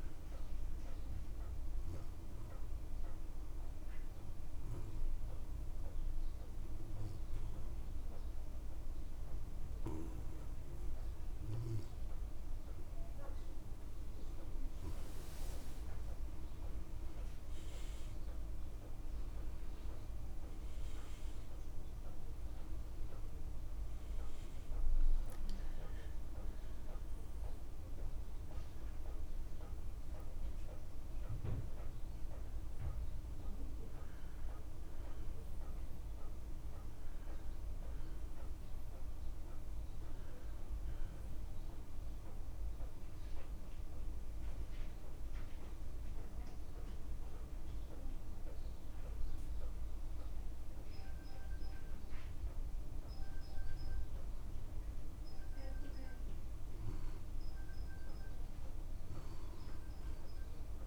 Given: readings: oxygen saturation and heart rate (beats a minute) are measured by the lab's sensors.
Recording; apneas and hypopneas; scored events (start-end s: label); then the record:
breathing in sleep, hard to hear, by a room microphone; 2
3.00-13.50 s: obstructive apnea (oxygen 96% before, 89% lowest, heart rate 59 before, 56 extreme, up 3 after)
8.00-21.00 s: oxygen desaturation (device-marked, oxygen 96% before, 89% lowest, heart rate 60 before, 56 extreme)
20.50-25.00 s: arousal
38.00-60.00 s: oxygen desaturation (device-marked, oxygen 94% before, 90% lowest, heart rate 59 before, 57 extreme)
42.50-54.50 s: mixed apnea (oxygen 94% before, 90% lowest, heart rate 59 before, 57 extreme, up 2 after)
58.50-60.87 s: arousal
From the record:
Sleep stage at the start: N2 (light sleep); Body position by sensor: on the back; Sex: male